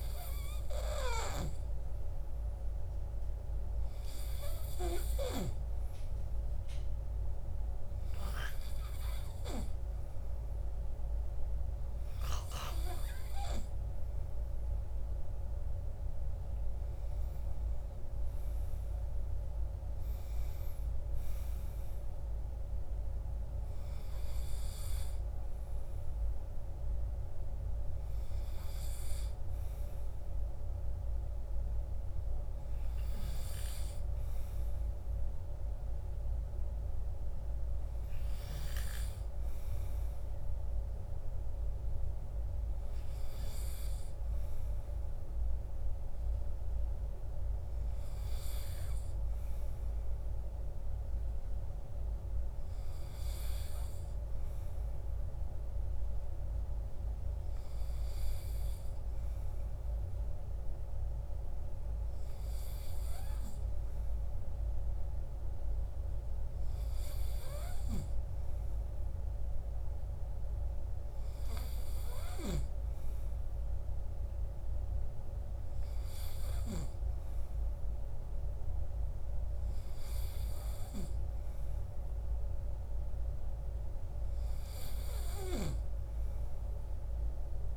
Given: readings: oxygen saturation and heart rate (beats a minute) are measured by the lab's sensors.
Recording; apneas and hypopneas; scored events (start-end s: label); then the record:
breathing in sleep, hard to hear, by a room microphone; none
none scored
From the record:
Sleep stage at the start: N3 (deep sleep); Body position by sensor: on the right side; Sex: male